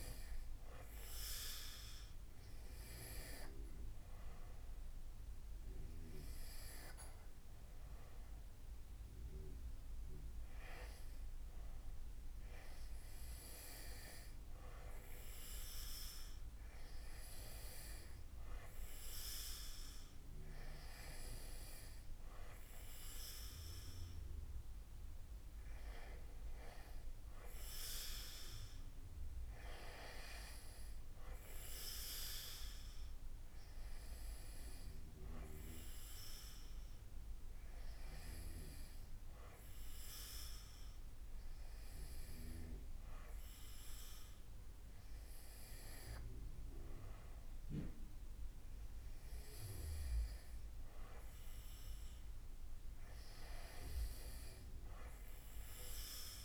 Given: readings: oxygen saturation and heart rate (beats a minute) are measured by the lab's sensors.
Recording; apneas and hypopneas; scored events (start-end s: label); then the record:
breathing in sleep by a room microphone; none
none scored
From the record:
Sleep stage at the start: N2 (light sleep); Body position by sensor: on the back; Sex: male